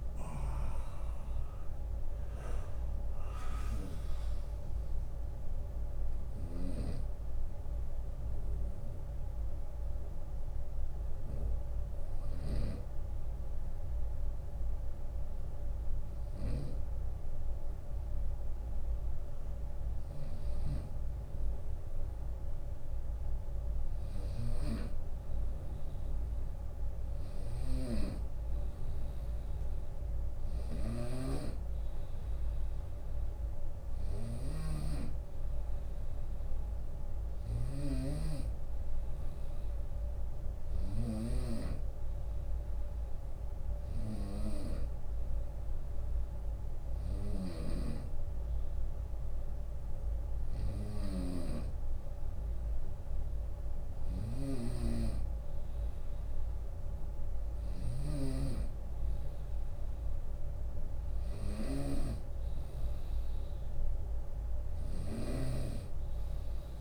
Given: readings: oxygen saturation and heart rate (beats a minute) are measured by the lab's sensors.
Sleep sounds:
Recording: breathing in sleep by a room microphone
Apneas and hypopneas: 1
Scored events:
0.00-3.00 s: arousal
0.00-9.00 s: drop in pulse transit time (device-marked, heart rate 72 extreme)
7.00-19.50 s: hypopnea (oxygen 94% before, 93% lowest, heart rate 77 before, 69 extreme, up 5 after)
21.00-25.00 s: arousal
26.50-64.50 s: snoring (device-marked)
62.00-66.81 s: drop in pulse transit time (device-marked, heart rate 74 before, 71 extreme)
65.00-66.81 s: oxygen desaturation (device-marked, oxygen 96% before, 93% lowest, heart rate 73 before, 65 extreme)
From the record:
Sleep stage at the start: N2 (light sleep)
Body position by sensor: on the right side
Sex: male

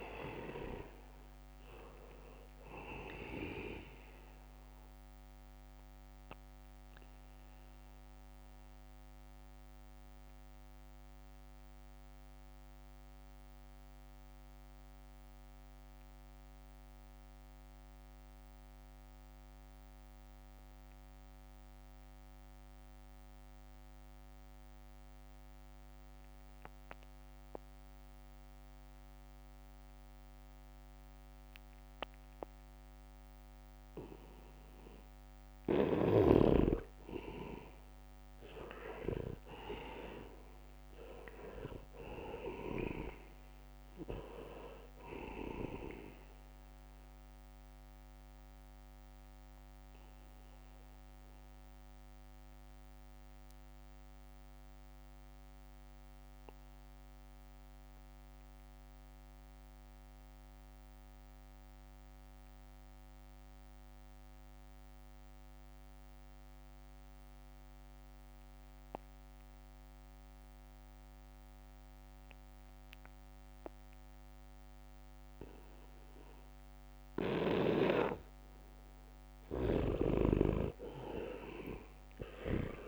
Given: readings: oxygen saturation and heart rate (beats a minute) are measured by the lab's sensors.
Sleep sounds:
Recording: breathing in sleep by a microphone on the trachea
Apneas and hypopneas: 2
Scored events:
0.00-3.50 s: leg movement (device-marked)
0.00-21.00 s: oxygen desaturation (device-marked, oxygen 79% lowest, heart rate 64 extreme)
7.50-35.00 s: mixed apnea (oxygen 99% before, 79% lowest, heart rate 68 before, 64 extreme, up 4 after)
29.50-33.00 s: leg movement (device-marked)
33.00-65.00 s: oxygen desaturation (device-marked, oxygen 99% before, 80% lowest, heart rate 69 before, 63 extreme)
39.00-43.00 s: arousal
48.00-78.00 s: obstructive apnea (oxygen 99% before, 79% lowest, heart rate 68 before, 63 extreme)
70.00-82.88 s: oxygen desaturation (device-marked, oxygen 99% before, 79% lowest, heart rate 71 before, 63 extreme)
71.50-75.00 s: leg movement (device-marked)
From the record:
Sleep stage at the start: N2 (light sleep)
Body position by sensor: on the back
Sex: male

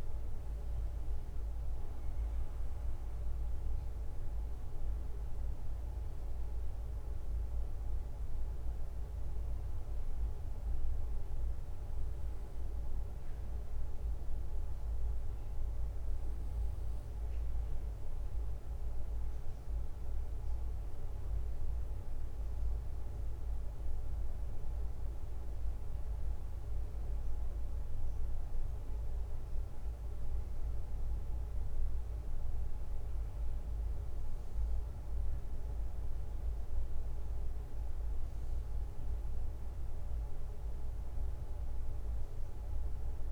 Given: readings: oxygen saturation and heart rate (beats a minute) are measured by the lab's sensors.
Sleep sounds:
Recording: breathing in sleep, hard to hear, by a room microphone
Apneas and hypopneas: 1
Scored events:
0.00-1.50 s: arousal
11.00-22.00 s: obstructive apnea (oxygen 96% before, 92% lowest, heart rate 70 before, 69 extreme, up 5 after)
24.00-43.32 s: oxygen desaturation (device-marked, oxygen 95% before, 92% lowest, heart rate 69 before, 65 extreme)
26.50-31.00 s: arousal
From the record:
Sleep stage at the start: N2 (light sleep)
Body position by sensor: on the right side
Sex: male

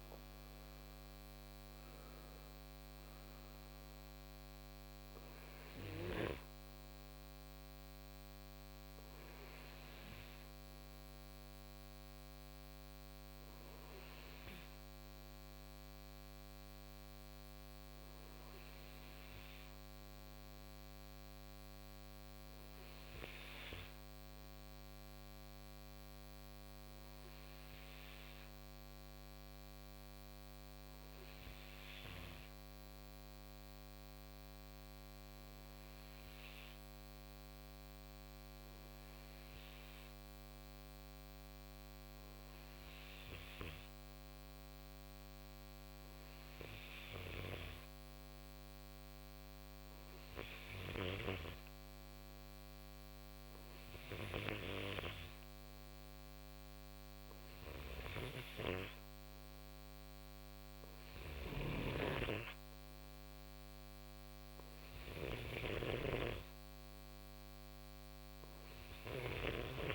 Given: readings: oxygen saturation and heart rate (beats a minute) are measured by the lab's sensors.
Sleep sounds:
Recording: breathing in sleep by a microphone on the trachea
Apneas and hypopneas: none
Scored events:
0.00-1.50 s: arousal
57.50-69.95 s: snoring (device-marked)
From the record:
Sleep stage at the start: REM sleep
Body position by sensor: on the right side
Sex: male

